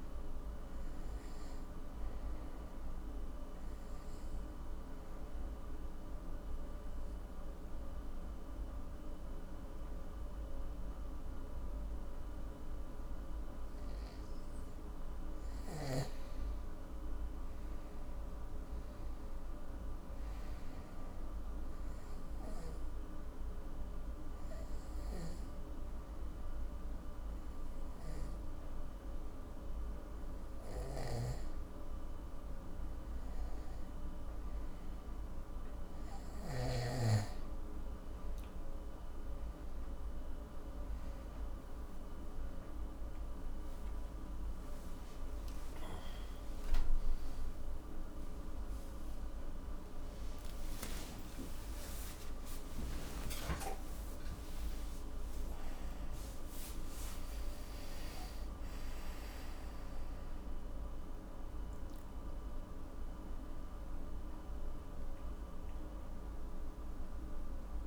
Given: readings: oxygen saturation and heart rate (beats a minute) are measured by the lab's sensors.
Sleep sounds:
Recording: breathing in sleep, hard to hear, by a room microphone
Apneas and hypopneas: 2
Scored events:
2.50-14.50 s: oxygen desaturation (device-marked, oxygen 97% before, 91% lowest, heart rate 61 before, 49 extreme)
4.00-14.50 s: obstructive apnea (oxygen 97% before, 91% lowest, heart rate 61 before, 49 extreme, up 21 after)
16.00-19.00 s: arousal
22.00-34.00 s: obstructive apnea (oxygen 98% before, 91% lowest, heart rate 59 before, 57 extreme, up 17 after)
29.50-35.50 s: oxygen desaturation (device-marked, oxygen 97% before, 91% lowest, heart rate 59 before, 65 extreme)
44.50-51.50 s: arousal
45.50-52.50 s: oxygen desaturation (device-marked, oxygen 97% before, 93% lowest, heart rate 65 before, 47 extreme)
From the record:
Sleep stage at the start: N2 (light sleep)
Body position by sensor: on the back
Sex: male

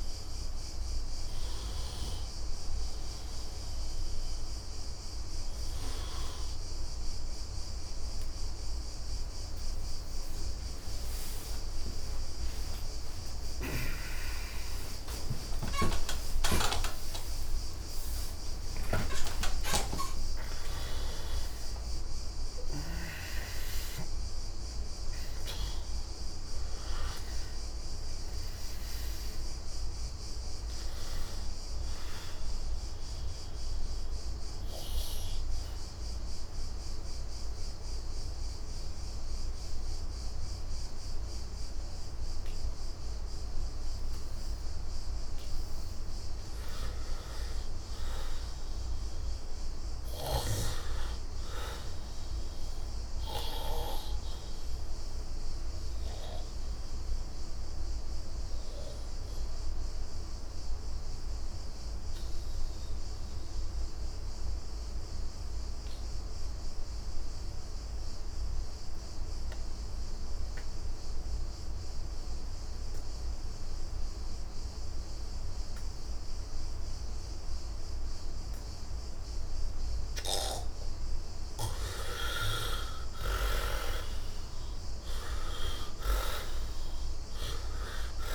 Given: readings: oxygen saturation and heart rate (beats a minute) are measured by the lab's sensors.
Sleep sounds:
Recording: breathing in sleep by a room microphone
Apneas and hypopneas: 2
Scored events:
0.00-19.00 s: oxygen desaturation (device-marked, oxygen 73% lowest, heart rate 66 extreme)
9.00-39.00 s: new sleep stage, N1 (lightest sleep)
13.00-19.00 s: arousal
34.00-46.50 s: obstructive apnea (oxygen 100% before, 71% lowest, heart rate 117 before, 66 extreme, up 6 after)
39.00-88.35 s: new sleep stage, N2 (light sleep)
49.00-52.00 s: arousal
53.00-67.00 s: oxygen desaturation (device-marked, oxygen 99% before, 88% lowest, heart rate 70 before, 64 extreme)
59.50-81.00 s: obstructive apnea (oxygen 100% before, 69% lowest, heart rate 70 before, 58 extreme, up 2 after)
79.00-88.35 s: oxygen desaturation (device-marked, oxygen 98% before, 71% lowest, heart rate 69 before, 58 extreme)
83.00-87.00 s: arousal
From the record:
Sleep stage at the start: N2 (light sleep)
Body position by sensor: on the right side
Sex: male

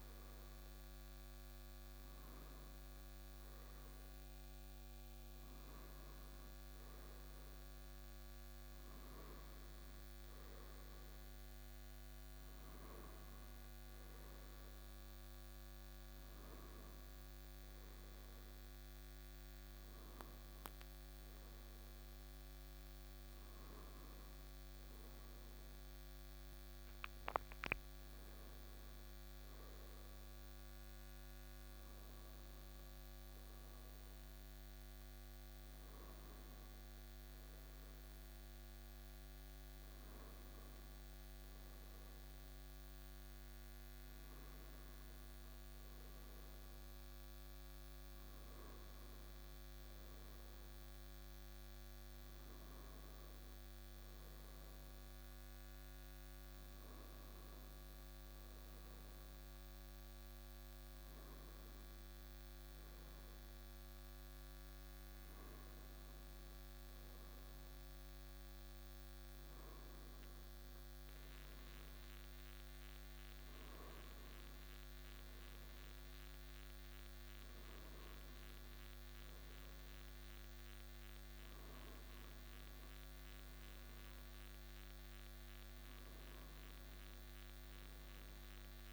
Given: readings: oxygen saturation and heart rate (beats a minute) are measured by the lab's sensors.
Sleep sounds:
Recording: breathing in sleep, hard to hear, by a microphone on the trachea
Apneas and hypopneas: none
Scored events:
none scored
From the record:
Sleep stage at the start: N2 (light sleep)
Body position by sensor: on the right side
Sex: male

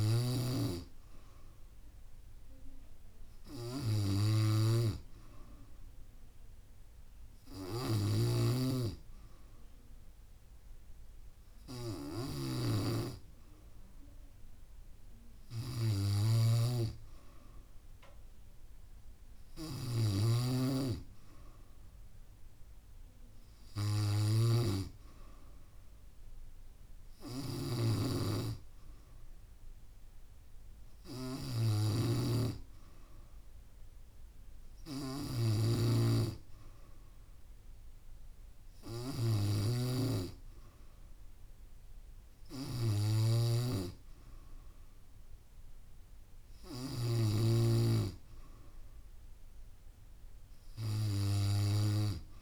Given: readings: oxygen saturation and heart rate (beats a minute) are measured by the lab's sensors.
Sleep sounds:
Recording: breathing in sleep by a room microphone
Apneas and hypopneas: none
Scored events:
8.00-20.50 s: snoring (device-marked)
27.50-47.50 s: snoring (device-marked)
From the record:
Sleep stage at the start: N3 (deep sleep)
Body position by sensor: on the back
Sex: female

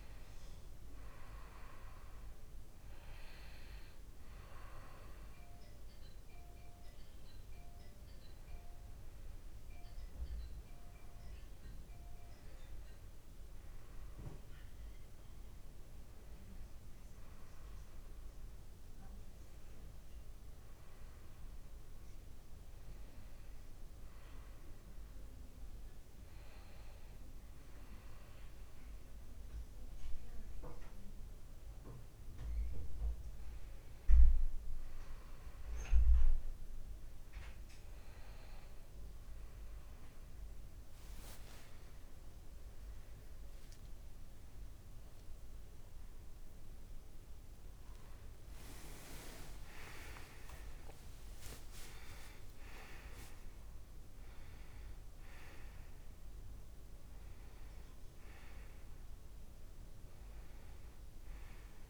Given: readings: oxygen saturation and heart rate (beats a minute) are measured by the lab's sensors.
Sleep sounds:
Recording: a person partly awake in a sleep study, by a room microphone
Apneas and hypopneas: 1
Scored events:
19.50-22.50 s: arousal
24.00-39.50 s: hypopnea (oxygen 96% before, 94% lowest, heart rate 59 before, 58 extreme, up 4 after)
43.50-61.90 s: new sleep stage, awake
49.50-54.50 s: tachycardia (device-marked, heart rate 61 before, 109 extreme)
From the record:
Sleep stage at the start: N2 (light sleep)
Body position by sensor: on the back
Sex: male

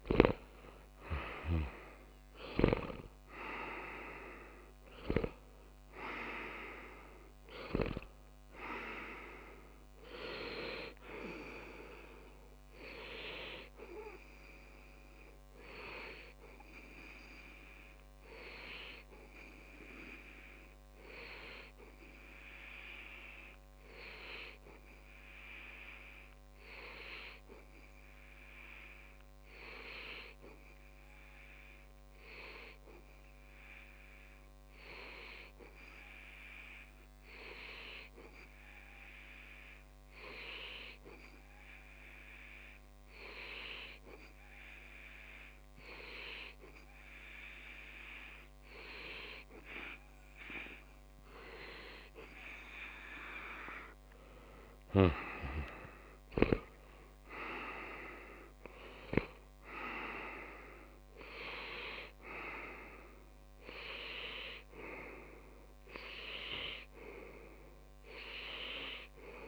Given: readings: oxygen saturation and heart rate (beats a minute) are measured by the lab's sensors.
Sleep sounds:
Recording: breathing in sleep by a microphone on the trachea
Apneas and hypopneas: 1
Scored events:
0.50-4.50 s: arousal
18.50-52.00 s: hypopnea (oxygen 96% before, 95% lowest)
55.00-59.00 s: arousal
From the record:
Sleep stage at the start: N2 (light sleep)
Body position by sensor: on the back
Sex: male

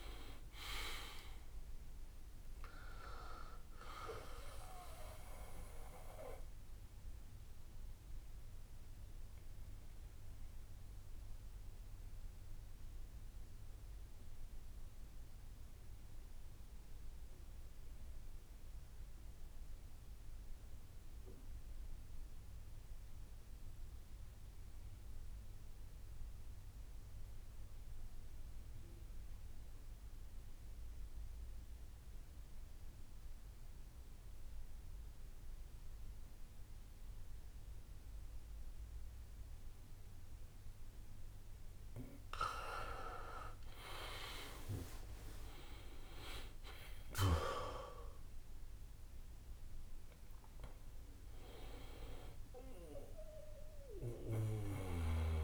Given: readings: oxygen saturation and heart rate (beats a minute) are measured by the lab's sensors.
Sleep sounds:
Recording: breathing in sleep by a room microphone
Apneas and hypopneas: 1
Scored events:
0.00-1.00 s: long interval between heartbeats (device-marked, heart rate 114 extreme)
0.00-1.50 s: tachycardia (device-marked, heart rate 119 extreme)
0.00-8.50 s: drop in pulse transit time (device-marked, heart rate 62 extreme)
0.00-16.50 s: oxygen desaturation (device-marked, oxygen 85% lowest, heart rate 53 extreme)
5.50-29.50 s: bradycardia (device-marked, heart rate 66 before, 53 extreme)
8.00-40.50 s: obstructive apnea (oxygen 99% before, 85% lowest, heart rate 82 before, 54 extreme)
33.50-35.50 s: long interval between heartbeats (device-marked, heart rate 57 before, 68 extreme)
34.50-55.44 s: oxygen desaturation (device-marked, oxygen 99% before, 85% lowest, heart rate 58 before, 54 extreme)
36.50-39.50 s: bradycardia (device-marked, heart rate 66 before, 67 extreme)
42.50-48.50 s: tachycardia (device-marked, heart rate 65 before, 125 extreme)
43.00-45.00 s: long interval between heartbeats (device-marked, heart rate 61 before, 69 extreme)
43.00-49.50 s: arousal
43.50-55.44 s: drop in pulse transit time (device-marked, heart rate 62 before, 70 extreme)
45.00-47.00 s: long interval between heartbeats (device-marked, heart rate 62 before, 87 extreme)
47.00-49.00 s: long interval between heartbeats (device-marked, heart rate 66 before, 122 extreme)
50.50-52.50 s: long interval between heartbeats (device-marked, heart rate 79 before, 94 extreme)
From the record:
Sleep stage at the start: N2 (light sleep)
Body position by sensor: on the back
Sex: male

